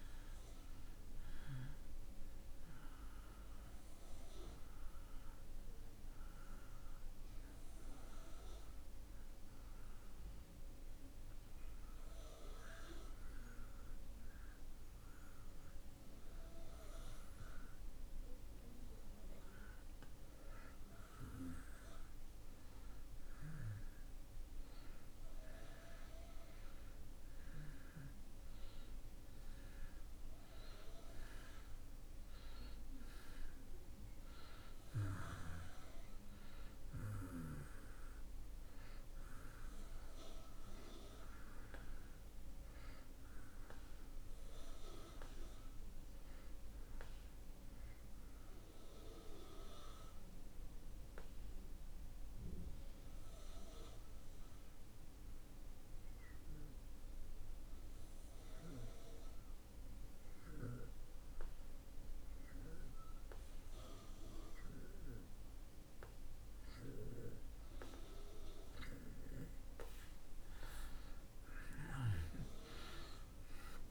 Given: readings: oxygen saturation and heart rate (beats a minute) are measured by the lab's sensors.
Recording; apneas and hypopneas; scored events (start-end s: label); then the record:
a person awake in a sleep study, by a room microphone; 1
0.00-8.00 s: oxygen desaturation (device-marked, oxygen 84% lowest)
31.00-55.00 s: oxygen desaturation (device-marked, oxygen 97% before, 89% lowest)
39.00-73.90 s: new sleep stage, N2 (light sleep)
48.00-65.00 s: obstructive apnea (oxygen 97% before, 82% lowest)
72.50-73.90 s: arousal
From the record:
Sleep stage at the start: awake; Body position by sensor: on the back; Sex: male